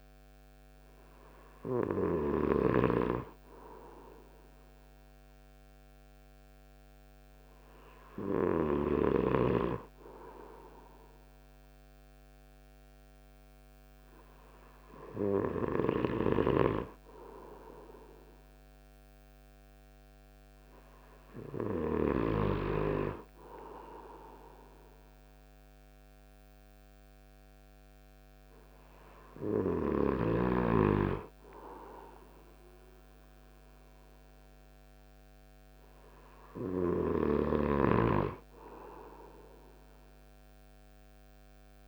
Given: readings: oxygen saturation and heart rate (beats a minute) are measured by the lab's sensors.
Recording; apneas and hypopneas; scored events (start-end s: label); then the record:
breathing in sleep by a microphone on the trachea; none
16.00-22.50 s: snoring (device-marked)
From the record:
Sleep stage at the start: N2 (light sleep); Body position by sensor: on the right side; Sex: male